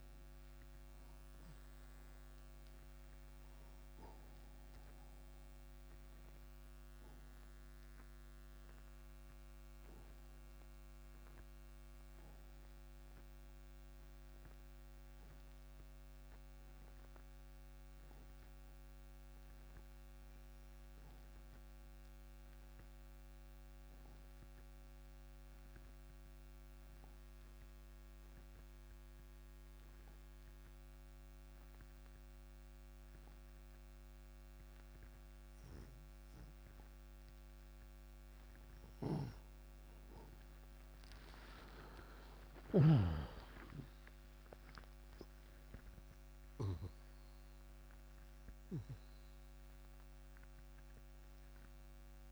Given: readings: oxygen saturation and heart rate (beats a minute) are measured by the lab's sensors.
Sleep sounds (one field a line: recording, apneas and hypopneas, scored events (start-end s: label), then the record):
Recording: breathing in sleep by a microphone on the trachea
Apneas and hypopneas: 1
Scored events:
8.50-39.50 s: obstructive apnea (oxygen 98% before, 82% lowest, heart rate 165 before, 157 extreme, up 31 after)
33.50-52.32 s: oxygen desaturation (device-marked, oxygen 97% before, 82% lowest, heart rate 176 before, 66 extreme)
41.00-46.00 s: arousal
From the record:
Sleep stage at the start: N2 (light sleep)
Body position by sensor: on the right side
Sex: male